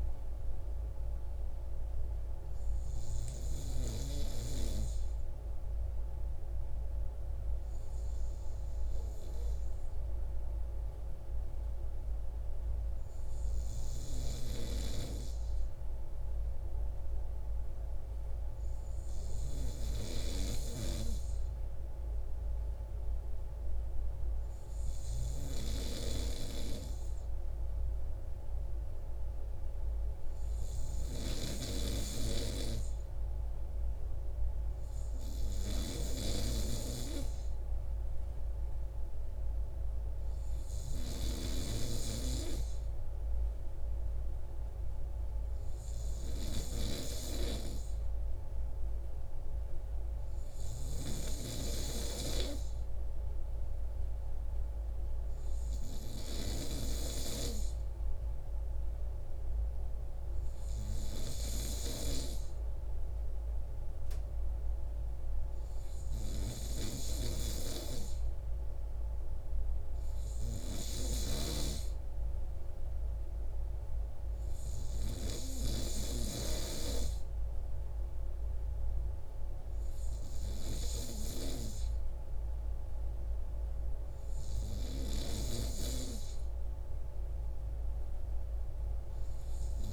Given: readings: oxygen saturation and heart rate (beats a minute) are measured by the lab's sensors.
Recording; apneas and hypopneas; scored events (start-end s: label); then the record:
breathing in sleep by a room microphone; 1
0.00-4.50 s: oxygen desaturation (device-marked, oxygen 94% lowest)
4.50-27.50 s: obstructive apnea (oxygen 98% before, 95% lowest)
29.00-33.00 s: arousal
49.50-89.93 s: new sleep stage, N3 (deep sleep)
From the record:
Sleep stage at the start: N2 (light sleep); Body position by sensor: on the right side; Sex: male